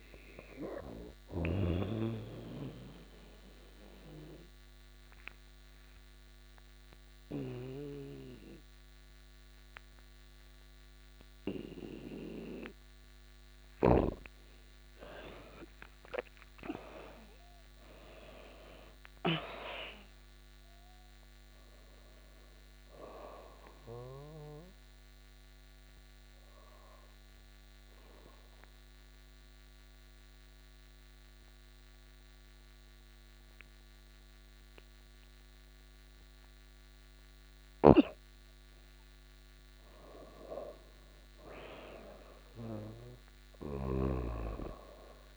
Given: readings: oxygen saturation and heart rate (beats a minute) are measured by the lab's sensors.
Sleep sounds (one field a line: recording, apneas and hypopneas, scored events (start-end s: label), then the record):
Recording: breathing in sleep by a microphone on the trachea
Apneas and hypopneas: 2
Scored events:
0.00-12.50 s: oxygen desaturation (device-marked, oxygen 88% lowest)
0.50-7.00 s: snoring (device-marked)
2.00-12.50 s: obstructive apnea (oxygen 98% before, 86% lowest)
13.50-17.50 s: arousal
21.50-35.50 s: oxygen desaturation (device-marked, oxygen 97% before, 88% lowest)
24.00-36.50 s: mixed apnea (oxygen 97% before, 86% lowest)
37.00-43.50 s: snoring (device-marked)
42.00-45.37 s: arousal
From the record:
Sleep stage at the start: N2 (light sleep)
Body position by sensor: on the back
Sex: female